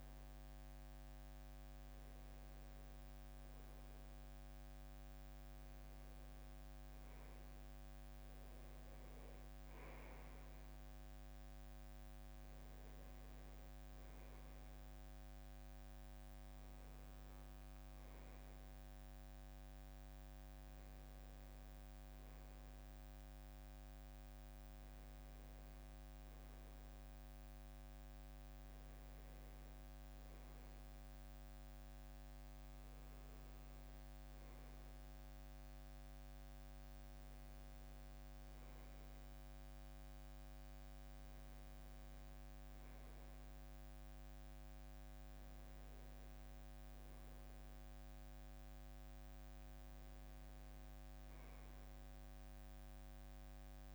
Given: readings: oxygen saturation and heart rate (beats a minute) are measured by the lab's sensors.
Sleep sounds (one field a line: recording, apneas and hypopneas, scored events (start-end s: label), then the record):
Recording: a person awake in a sleep study, hard to hear, by a microphone on the trachea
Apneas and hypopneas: none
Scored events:
none scored
From the record:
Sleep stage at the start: awake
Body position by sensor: on the back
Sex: male